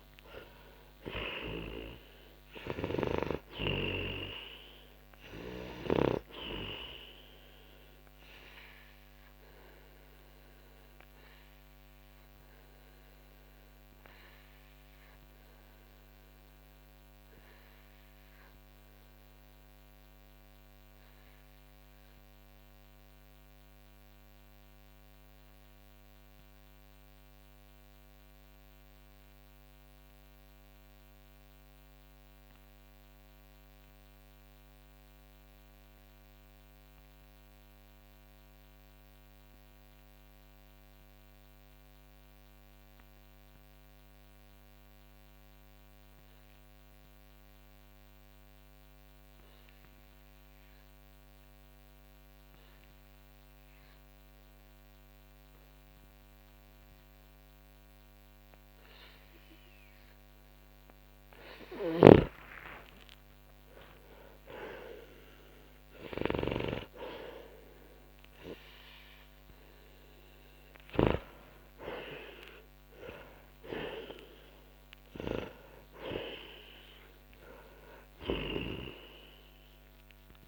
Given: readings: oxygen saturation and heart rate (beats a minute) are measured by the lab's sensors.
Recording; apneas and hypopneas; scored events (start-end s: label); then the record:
breathing in sleep by a microphone on the trachea; 1
0.00-35.00 s: oxygen desaturation (device-marked, oxygen 83% lowest, heart rate 44 extreme)
1.50-6.50 s: snoring (device-marked)
8.50-61.00 s: obstructive apnea (oxygen 98% before, 83% lowest, heart rate 65 before, 44 extreme, up 21 after)
59.00-80.48 s: oxygen desaturation (device-marked, oxygen 98% before, 84% lowest, heart rate 55 before, 44 extreme)
62.00-71.50 s: snoring (device-marked)
62.50-68.00 s: arousal
From the record:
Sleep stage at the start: N2 (light sleep); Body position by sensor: on the back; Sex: male